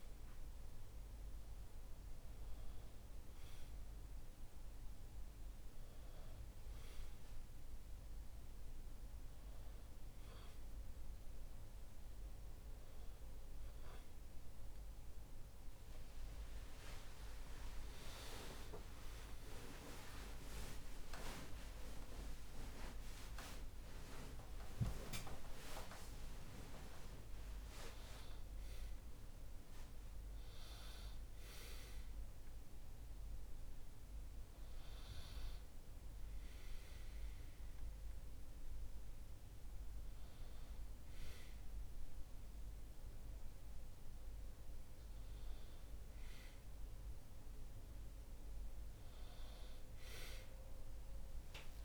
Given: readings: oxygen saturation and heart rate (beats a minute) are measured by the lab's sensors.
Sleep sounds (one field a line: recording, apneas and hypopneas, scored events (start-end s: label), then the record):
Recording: a person partly awake in a sleep study, by a room microphone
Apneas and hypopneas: none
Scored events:
25.00-51.85 s: new sleep stage, N1 (lightest sleep)
From the record:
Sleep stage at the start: awake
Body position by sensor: on the back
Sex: male